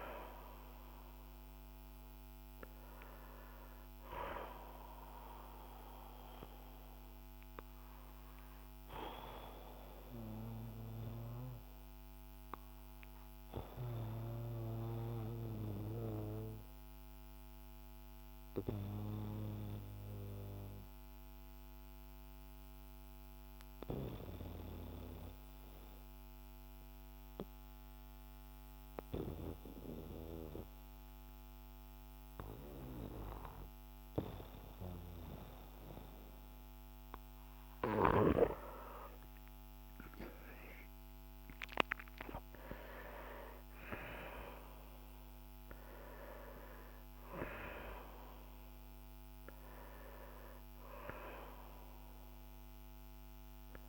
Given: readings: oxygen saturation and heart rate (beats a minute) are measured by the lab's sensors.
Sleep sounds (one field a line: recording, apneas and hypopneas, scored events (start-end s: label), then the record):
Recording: breathing in sleep by a microphone on the trachea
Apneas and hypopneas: 1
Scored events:
0.00-29.50 s: oxygen desaturation (device-marked, oxygen 88% lowest, heart rate 48 extreme)
5.50-38.00 s: obstructive apnea (oxygen 97% before, 88% lowest, heart rate 59 before, 48 extreme, up 6 after)
39.50-44.00 s: arousal
49.50-53.89 s: oxygen desaturation (device-marked, oxygen 96% before, 89% lowest, heart rate 58 before, 48 extreme)
From the record:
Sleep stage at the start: N2 (light sleep)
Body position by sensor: on the back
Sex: male